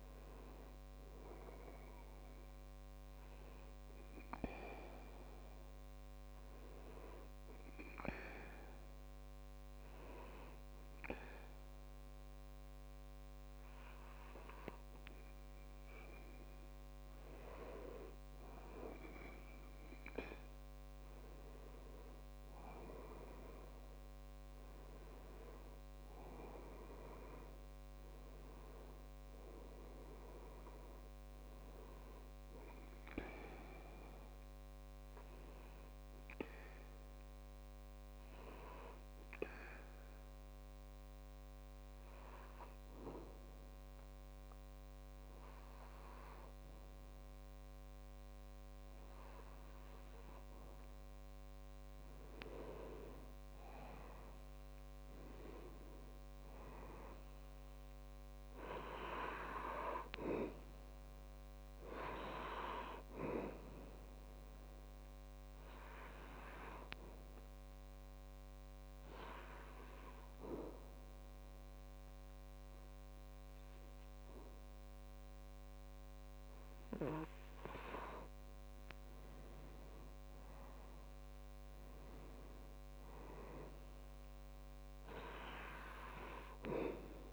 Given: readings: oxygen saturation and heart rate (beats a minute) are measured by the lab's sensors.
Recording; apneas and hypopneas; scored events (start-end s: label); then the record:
breathing in sleep by a microphone on the trachea; 3
0.00-2.50 s: arousal
8.00-18.00 s: hypopnea (oxygen 97% before, 93% lowest, heart rate 71 before, 65 extreme, up 5 after)
23.00-27.50 s: arousal
36.00-52.00 s: obstructive apnea (oxygen 97% before, 93% lowest, heart rate 69 before, 66 extreme, up 4 after)
53.50-57.50 s: arousal
56.00-74.00 s: oxygen desaturation (device-marked, oxygen 97% before, 93% lowest, heart rate 68 before, 64 extreme)
65.50-77.50 s: obstructive apnea (oxygen 97% before, 93% lowest, heart rate 68 before, 64 extreme, up 4 after)
80.00-83.50 s: arousal
From the record:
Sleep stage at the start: N2 (light sleep); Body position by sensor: on the back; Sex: male